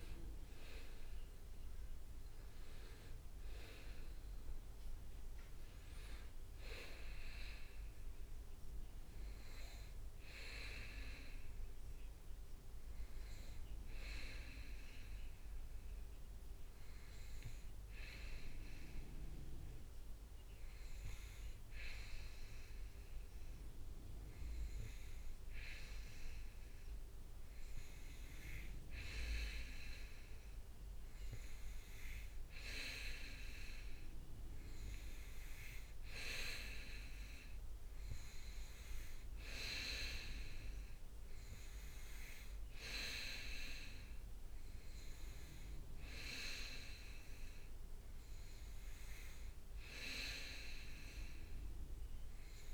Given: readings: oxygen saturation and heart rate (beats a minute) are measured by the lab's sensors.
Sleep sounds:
breathing in sleep by a room microphone; none
4.50-7.50 s: leg movement (device-marked)
13.00-16.50 s: leg movement (device-marked)
22.50-27.00 s: leg movement (device-marked)
31.00-37.50 s: leg movement (device-marked)
38.50-45.50 s: leg movement (device-marked)
48.00-50.00 s: leg movement (device-marked)
From the record:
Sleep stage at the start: N2 (light sleep); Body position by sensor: on the back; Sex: male

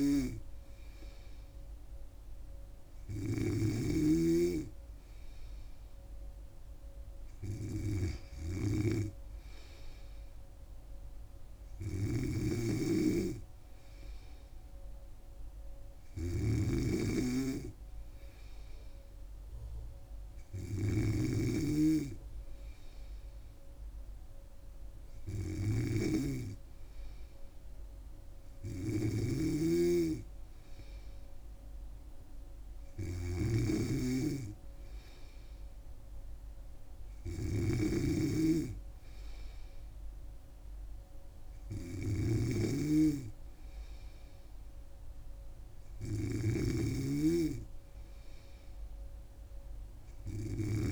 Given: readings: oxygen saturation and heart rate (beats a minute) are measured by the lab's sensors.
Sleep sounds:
breathing in sleep by a room microphone; none
0.00-50.91 s: snoring (device-marked)
From the record:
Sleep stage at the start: N3 (deep sleep); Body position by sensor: on the back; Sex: female

